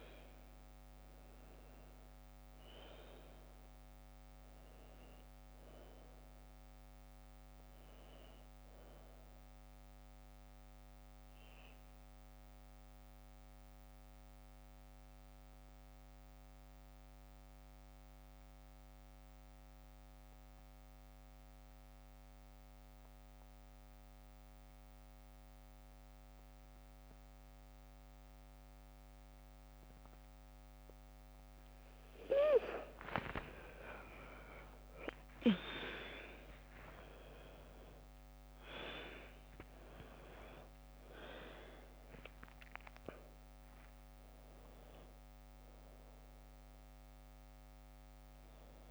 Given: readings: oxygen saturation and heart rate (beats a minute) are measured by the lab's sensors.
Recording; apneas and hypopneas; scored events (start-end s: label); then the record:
breathing in sleep by a microphone on the trachea; 1
0.00-18.00 s: oxygen desaturation (device-marked, oxygen 98% before, 91% lowest, heart rate 52 before, 53 extreme)
12.50-32.50 s: obstructive apnea (oxygen 98% before, 87% lowest, heart rate 54 before, 50 extreme, up 6 after)
32.00-48.91 s: oxygen desaturation (device-marked, oxygen 98% before, 87% lowest, heart rate 54 before, 46 extreme)
33.50-37.00 s: arousal
From the record:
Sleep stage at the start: N2 (light sleep); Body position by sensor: on the back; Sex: female